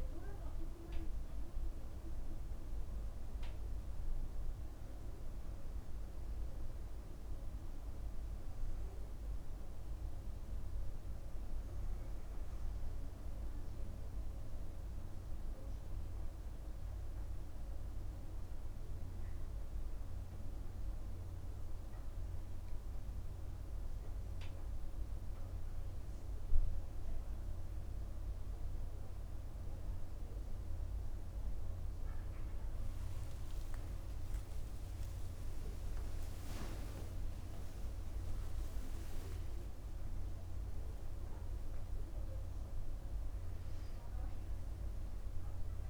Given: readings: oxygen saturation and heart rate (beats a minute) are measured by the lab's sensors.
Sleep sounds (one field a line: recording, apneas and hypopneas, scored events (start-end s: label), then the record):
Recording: breathing in sleep, hard to hear, by a room microphone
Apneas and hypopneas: none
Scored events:
35.00-41.50 s: arousal
From the record:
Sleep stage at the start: N2 (light sleep)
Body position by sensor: on the right side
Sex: male